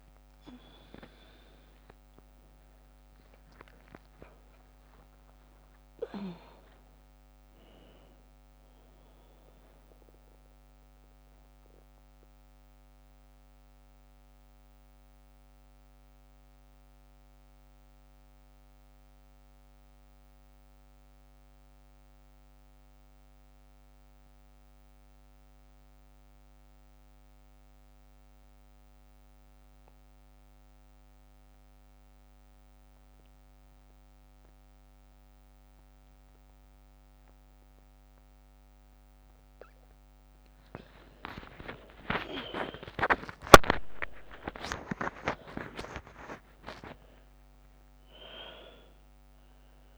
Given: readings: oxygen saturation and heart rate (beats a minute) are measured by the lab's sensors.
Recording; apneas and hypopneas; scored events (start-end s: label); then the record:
breathing in sleep by a microphone on the trachea; 1
0.00-21.00 s: oxygen desaturation (device-marked, oxygen 83% lowest, heart rate 53 extreme)
10.00-39.50 s: mixed apnea (oxygen 99% before, 83% lowest, heart rate 66 before, 53 extreme, up 6 after)
40.00-49.98 s: oxygen desaturation (device-marked, oxygen 100% before, 83% lowest, heart rate 57 before, 52 extreme)
41.50-47.00 s: arousal
From the record:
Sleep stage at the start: N2 (light sleep); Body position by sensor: on the back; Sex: female